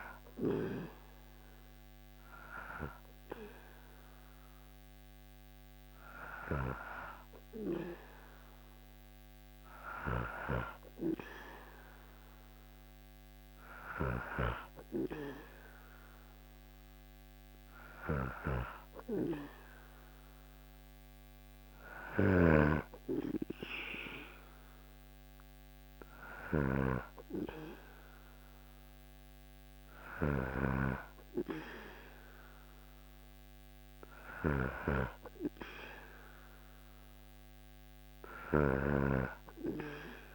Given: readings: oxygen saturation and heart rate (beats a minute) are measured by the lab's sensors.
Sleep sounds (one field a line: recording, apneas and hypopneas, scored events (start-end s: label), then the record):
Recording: breathing in sleep by a microphone on the trachea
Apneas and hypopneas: none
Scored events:
17.50-40.35 s: snoring (device-marked)
From the record:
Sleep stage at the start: N2 (light sleep)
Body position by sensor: on the back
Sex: male